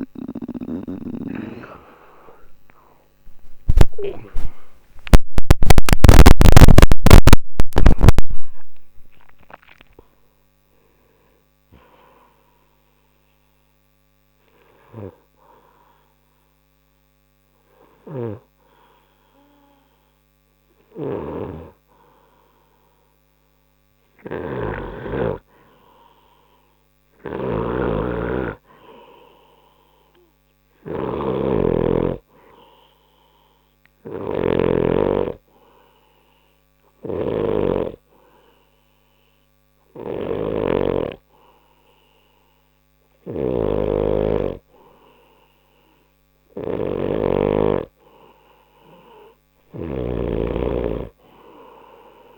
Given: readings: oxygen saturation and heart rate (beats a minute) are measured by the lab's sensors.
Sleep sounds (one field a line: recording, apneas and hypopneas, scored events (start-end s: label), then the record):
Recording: breathing in sleep by a microphone on the trachea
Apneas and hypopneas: 2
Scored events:
2.00-14.00 s: oxygen desaturation (device-marked, oxygen 96% before, 92% lowest, heart rate 58 before, 50 extreme)
2.50-8.00 s: arousal
12.50-24.50 s: hypopnea (oxygen 96% before, 92% lowest, heart rate 87 before, 50 extreme, up 4 after)
21.00-52.37 s: snoring (device-marked)
26.00-29.50 s: arousal
33.50-44.50 s: hypopnea (oxygen 96% before, 92% lowest, heart rate 62 before, 50 extreme, up 7 after)
45.00-48.50 s: arousal
From the record:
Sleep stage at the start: N2 (light sleep)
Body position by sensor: on the right side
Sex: male